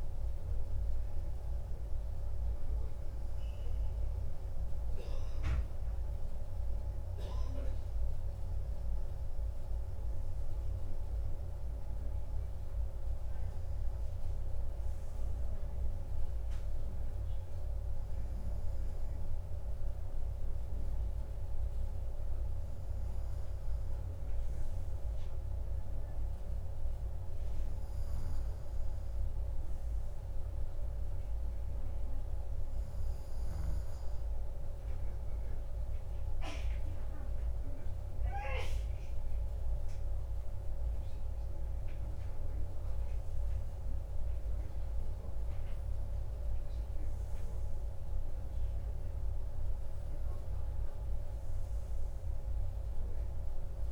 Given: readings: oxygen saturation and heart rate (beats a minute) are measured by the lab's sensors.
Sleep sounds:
breathing in sleep, hard to hear, by a room microphone; none
none scored
From the record:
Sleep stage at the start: N1 (lightest sleep); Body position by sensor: on the right side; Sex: male

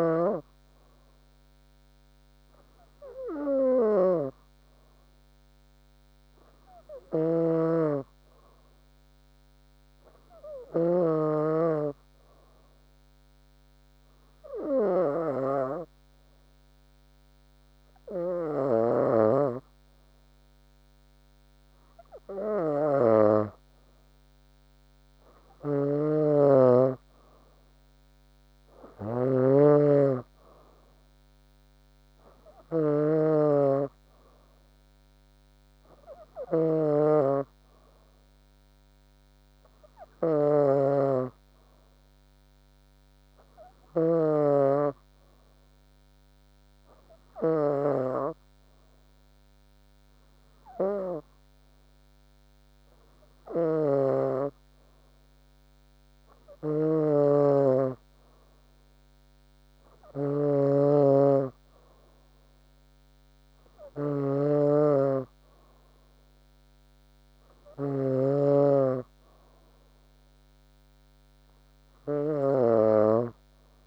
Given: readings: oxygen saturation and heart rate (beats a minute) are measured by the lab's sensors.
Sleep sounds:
a person awake in a sleep study, by a microphone on the trachea; 1
7.00-10.50 s: arousal
12.00-23.00 s: hypopnea (oxygen 97% before, 94% lowest, heart rate 67 before, 68 extreme, up 3 after)
19.00-73.87 s: new sleep stage, awake
37.00-39.00 s: long interval between heartbeats (device-marked, heart rate 70 before, 79 extreme)
57.00-68.50 s: snoring (device-marked)
69.50-71.50 s: long interval between heartbeats (device-marked, heart rate 69 before, 78 extreme)
From the record:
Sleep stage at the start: N2 (light sleep); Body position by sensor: on the back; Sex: female

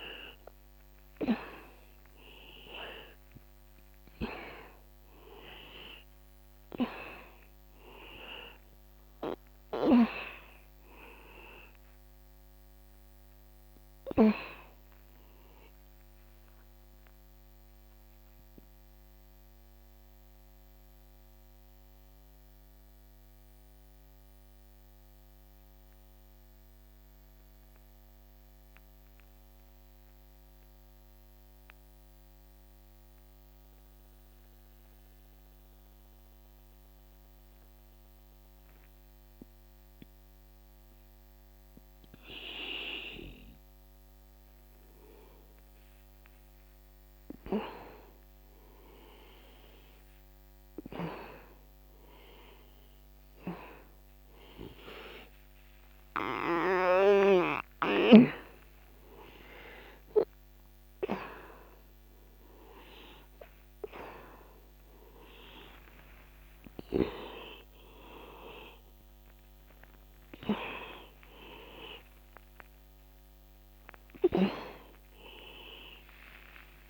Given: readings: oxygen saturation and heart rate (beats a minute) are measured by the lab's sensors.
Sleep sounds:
breathing in sleep by a microphone on the trachea; 1
0.00-29.00 s: oxygen desaturation (device-marked, oxygen 87% lowest, heart rate 64 extreme)
18.50-48.00 s: mixed apnea (oxygen 98% before, 89% lowest, heart rate 66 before, 36 extreme, up 0 after)
51.00-55.00 s: arousal
51.00-76.90 s: oxygen desaturation (device-marked, oxygen 98% before, 90% lowest, heart rate 67 before, 27 extreme)
From the record:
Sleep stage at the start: N2 (light sleep); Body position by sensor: on the back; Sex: male

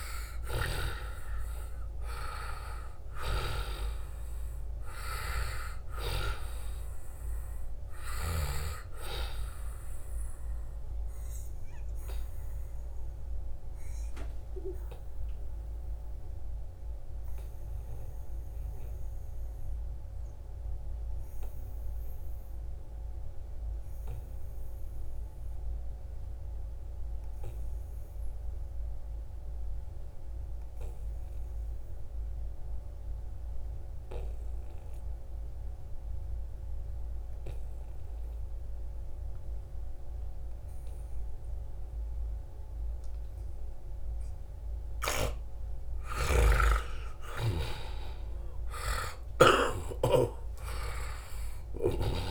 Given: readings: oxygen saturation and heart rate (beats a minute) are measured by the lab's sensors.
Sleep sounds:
breathing in sleep by a room microphone; 1
0.00-3.50 s: arousal
0.00-20.50 s: oxygen desaturation (device-marked, oxygen 90% lowest, heart rate 67 extreme)
12.00-43.50 s: obstructive apnea (oxygen 98% before, 86% lowest, heart rate 74 before, 67 extreme, up 4 after)
37.50-52.31 s: oxygen desaturation (device-marked, oxygen 97% before, 86% lowest, heart rate 72 before, 68 extreme)
45.50-52.00 s: snoring (device-marked)
45.50-52.31 s: new sleep stage, awake
From the record:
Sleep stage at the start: N2 (light sleep); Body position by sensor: on the right side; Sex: male

